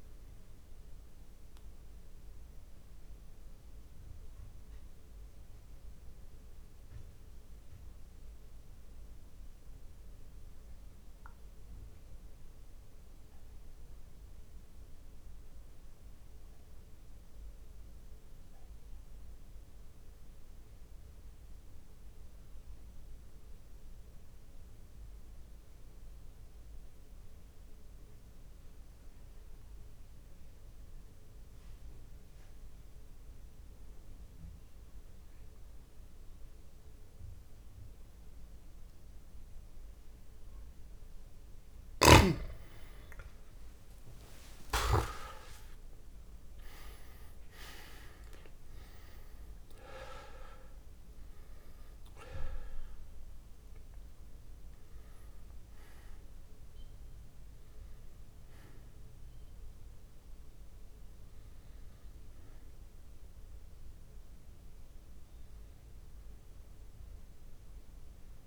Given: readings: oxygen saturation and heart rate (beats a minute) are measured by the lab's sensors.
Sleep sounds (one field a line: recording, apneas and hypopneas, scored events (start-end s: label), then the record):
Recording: breathing in sleep by a room microphone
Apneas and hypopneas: 1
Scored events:
0.00-19.50 s: oxygen desaturation (device-marked, oxygen 92% lowest)
4.50-41.50 s: mixed apnea (oxygen 99% before, 85% lowest)
13.50-15.50 s: long interval between heartbeats (device-marked)
40.50-68.47 s: oxygen desaturation (device-marked, oxygen 99% before, 85% lowest)
41.50-45.00 s: snoring (device-marked)
44.50-48.50 s: arousal
From the record:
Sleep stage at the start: N2 (light sleep)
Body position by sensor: on the back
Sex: male